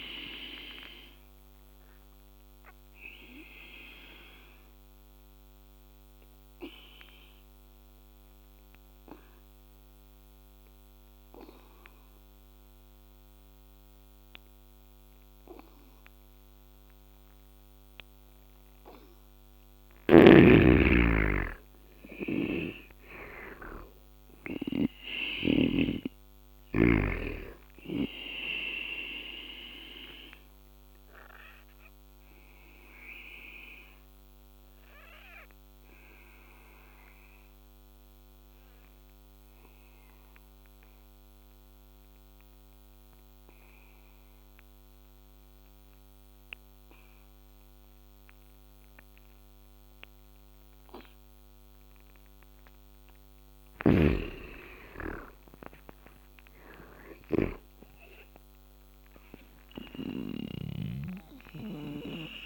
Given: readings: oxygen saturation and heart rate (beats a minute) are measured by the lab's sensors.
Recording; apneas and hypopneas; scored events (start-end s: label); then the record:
breathing in sleep by a microphone on the trachea; 2
0.00-7.50 s: oxygen desaturation (device-marked, oxygen 92% lowest, heart rate 70 extreme)
2.00-18.00 s: obstructive apnea (oxygen 98% before, 85% lowest, heart rate 77 before, 70 extreme, up 10 after)
19.50-23.50 s: arousal
21.50-48.50 s: oxygen desaturation (device-marked, oxygen 98% before, 87% lowest, heart rate 75 before, 66 extreme)
22.00-25.50 s: snoring (device-marked)
32.00-51.50 s: obstructive apnea (oxygen 98% before, 82% lowest, heart rate 75 before, 66 extreme, up 14 after)
50.50-62.46 s: oxygen desaturation (device-marked, oxygen 99% before, 87% lowest, heart rate 74 before, 67 extreme)
53.50-58.50 s: arousal
From the record:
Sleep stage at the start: N2 (light sleep); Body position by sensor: on the back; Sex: male